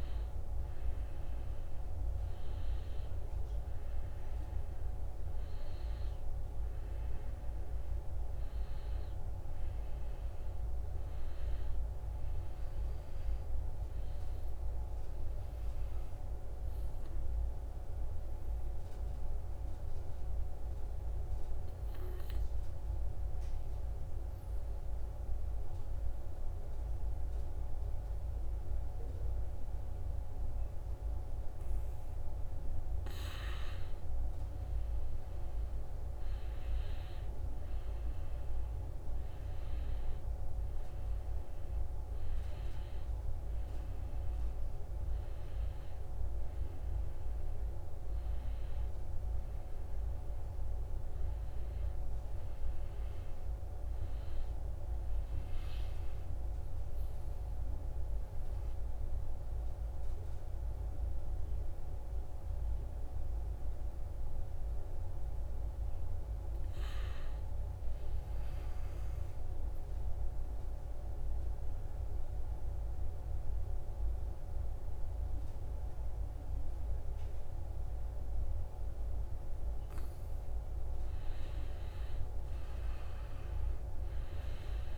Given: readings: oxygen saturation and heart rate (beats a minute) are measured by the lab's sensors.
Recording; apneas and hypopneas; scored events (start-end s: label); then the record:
breathing in sleep, hard to hear, by a room microphone; 2
0.00-13.50 s: oxygen desaturation (device-marked, oxygen 90% lowest, heart rate 65 extreme)
14.50-31.50 s: obstructive apnea (oxygen 95% before, 89% lowest, heart rate 73 before, 65 extreme, up 4 after)
31.50-56.50 s: oxygen desaturation (device-marked, oxygen 96% before, 89% lowest, heart rate 71 before, 67 extreme)
32.50-36.50 s: arousal
63.50-66.50 s: arousal
69.00-80.00 s: obstructive apnea (oxygen 97% before, 89% lowest, heart rate 72 before, 67 extreme, up 6 after)
73.50-84.98 s: oxygen desaturation (device-marked, oxygen 96% before, 89% lowest, heart rate 71 before, 65 extreme)
81.50-84.98 s: arousal
From the record:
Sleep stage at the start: N2 (light sleep); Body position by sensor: on the back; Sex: male